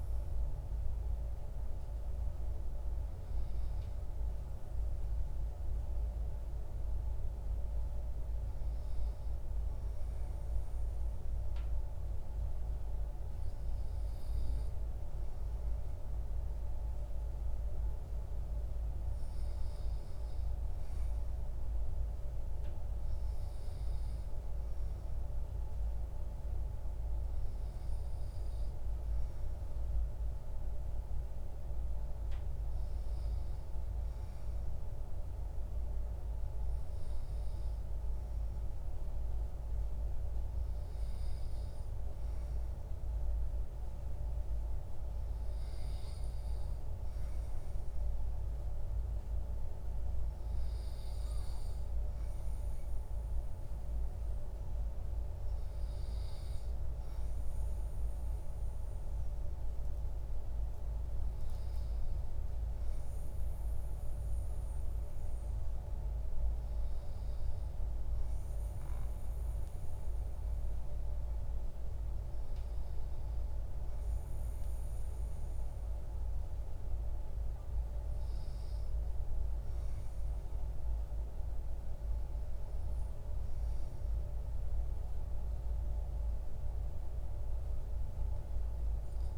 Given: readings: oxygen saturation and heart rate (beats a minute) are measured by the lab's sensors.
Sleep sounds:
breathing in sleep, hard to hear, by a room microphone; none
none scored
From the record:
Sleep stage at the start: REM sleep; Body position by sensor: on the back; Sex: male

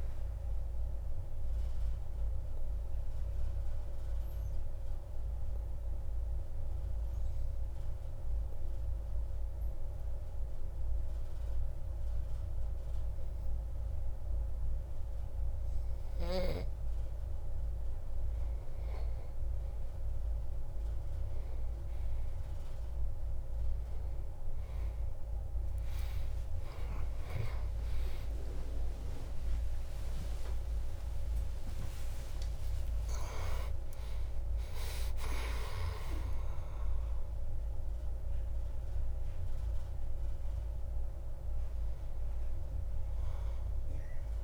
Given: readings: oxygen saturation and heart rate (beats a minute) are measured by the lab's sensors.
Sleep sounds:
breathing in sleep by a room microphone; 1
0.50-18.50 s: obstructive apnea (oxygen 97% before, 93% lowest)
29.50-44.43 s: new sleep stage, N1 (lightest sleep)
30.00-35.50 s: arousal
From the record:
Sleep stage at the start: N2 (light sleep); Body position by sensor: on the back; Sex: male

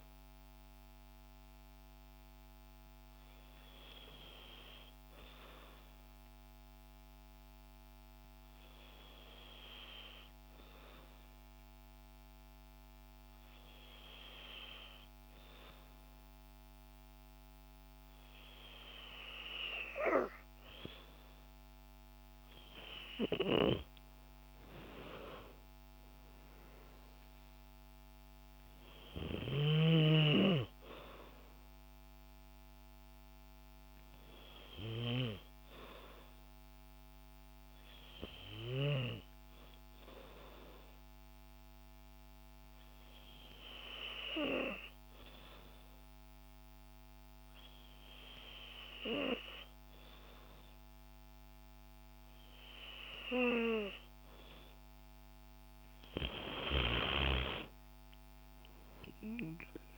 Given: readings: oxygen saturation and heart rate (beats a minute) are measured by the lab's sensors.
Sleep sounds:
breathing in sleep by a microphone on the trachea; 2
1.00-21.50 s: obstructive apnea (oxygen 96% before, 93% lowest, heart rate 66 before, 54 extreme, up 11 after)
24.00-27.50 s: arousal
37.00-53.50 s: obstructive apnea (oxygen 97% before, 92% lowest, heart rate 62 before, 90 extreme)
56.50-59.50 s: arousal
57.50-59.98 s: oxygen desaturation (device-marked, oxygen 96% before, 93% lowest, heart rate 105 before, 83 extreme)
From the record:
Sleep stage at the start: N2 (light sleep); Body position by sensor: on the back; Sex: female

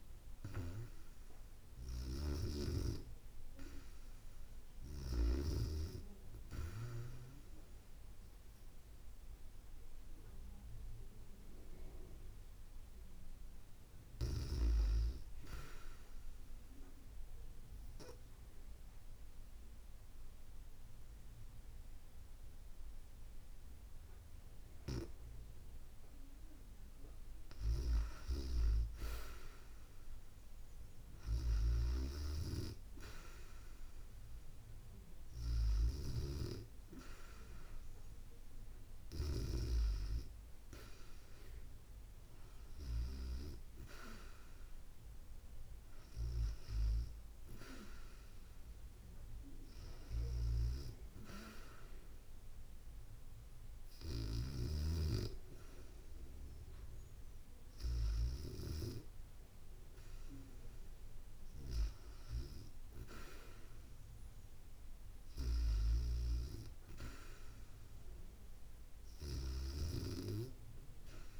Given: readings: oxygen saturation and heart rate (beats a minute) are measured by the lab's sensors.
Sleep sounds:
breathing in sleep by a room microphone; 1
0.00-18.00 s: oxygen desaturation (device-marked, oxygen 90% lowest, heart rate 61 extreme)
16.00-26.00 s: obstructive apnea (oxygen 97% before, 90% lowest, heart rate 65 before, 65 extreme, up 1 after)
28.50-31.50 s: arousal
33.00-47.00 s: oxygen desaturation (device-marked, oxygen 93% before, 90% lowest, heart rate 67 before, 62 extreme)
From the record:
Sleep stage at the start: REM sleep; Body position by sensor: on the back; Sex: female

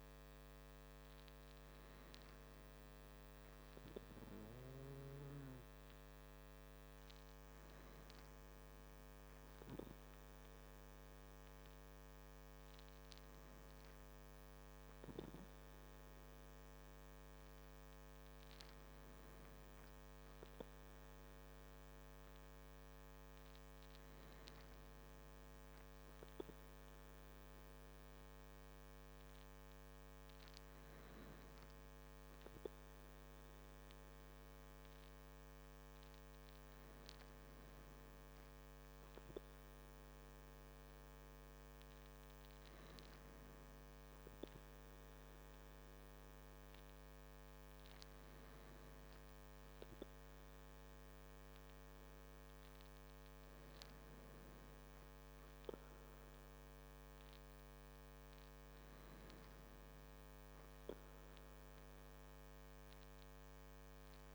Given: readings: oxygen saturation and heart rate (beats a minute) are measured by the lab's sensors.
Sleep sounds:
breathing in sleep, hard to hear, by a microphone on the trachea; none
none scored
From the record:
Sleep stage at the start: N2 (light sleep); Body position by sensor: on the back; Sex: male

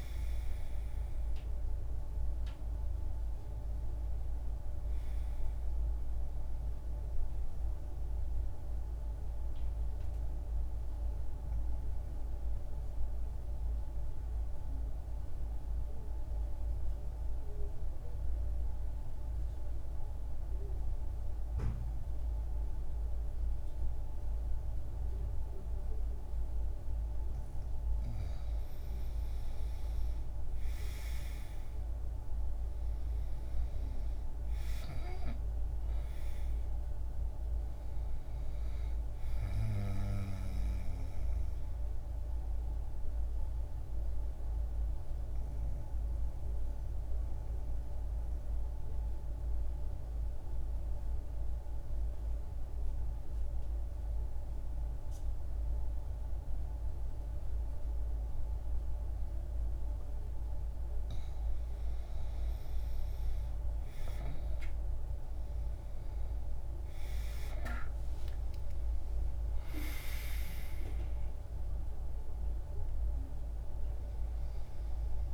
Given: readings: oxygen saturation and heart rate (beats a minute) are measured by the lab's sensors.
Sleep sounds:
breathing in sleep, hard to hear, by a room microphone; 2
0.00-23.50 s: oxygen desaturation (device-marked, oxygen 83% lowest, heart rate 60 extreme)
7.00-27.00 s: obstructive apnea (oxygen 96% before, 83% lowest, heart rate 62 before, 60 extreme, up 2 after)
29.00-32.50 s: arousal
36.50-56.50 s: oxygen desaturation (device-marked, oxygen 98% before, 85% lowest, heart rate 62 before, 60 extreme)
40.50-60.00 s: obstructive apnea (oxygen 98% before, 85% lowest, heart rate 62 before, 60 extreme, up 1 after)
63.50-68.50 s: arousal
69.50-75.34 s: oxygen desaturation (device-marked, oxygen 97% before, 86% lowest, heart rate 61 before, 60 extreme)
From the record:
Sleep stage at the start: N2 (light sleep); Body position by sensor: on the right side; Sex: male

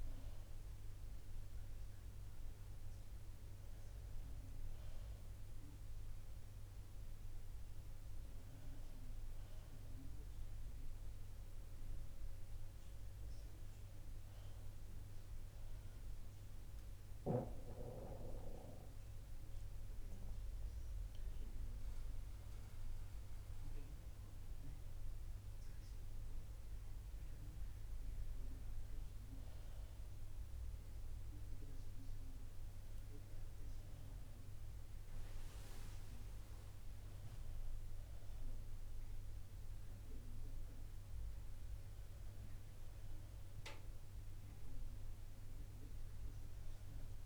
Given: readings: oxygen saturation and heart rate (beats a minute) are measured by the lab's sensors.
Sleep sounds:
breathing in sleep, hard to hear, by a room microphone; none
none scored
From the record:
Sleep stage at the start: N2 (light sleep); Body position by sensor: on the back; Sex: female

